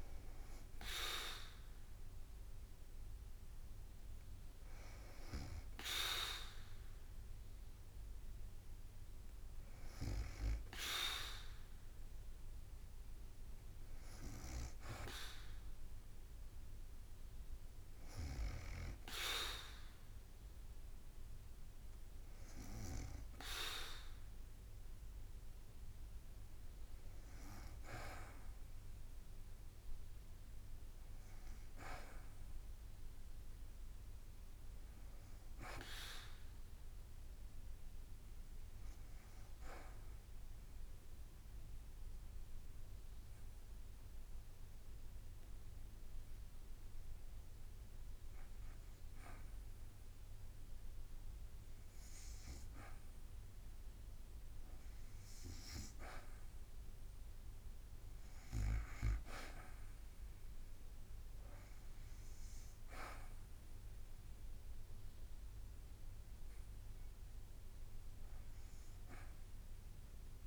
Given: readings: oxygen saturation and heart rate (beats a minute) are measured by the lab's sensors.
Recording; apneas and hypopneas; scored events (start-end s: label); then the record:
breathing in sleep by a room microphone; 1
0.00-10.00 s: drop in pulse transit time (device-marked, heart rate 57 extreme)
31.00-36.00 s: arousal
41.00-54.50 s: hypopnea (oxygen 99% before, 91% lowest, heart rate 56 before, 54 extreme, up 0 after)
46.00-58.00 s: drop in pulse transit time (device-marked, heart rate 56 before, 54 extreme)
57.00-60.50 s: arousal
67.00-70.47 s: oxygen desaturation (device-marked, oxygen 97% before, 92% lowest, heart rate 54 before, 55 extreme)
From the record:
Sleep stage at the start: N2 (light sleep); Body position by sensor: on the back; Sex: female